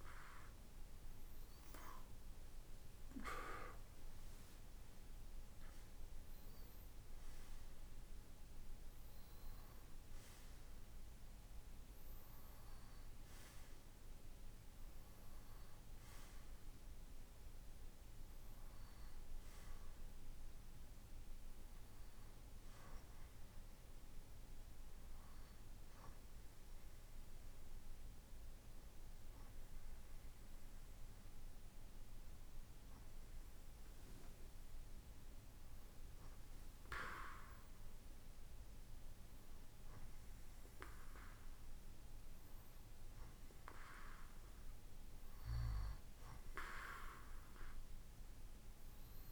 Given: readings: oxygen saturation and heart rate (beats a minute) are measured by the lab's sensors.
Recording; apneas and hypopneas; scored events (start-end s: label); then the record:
breathing in sleep by a room microphone; none
none scored
From the record:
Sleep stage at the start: N2 (light sleep); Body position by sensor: on the right side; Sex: male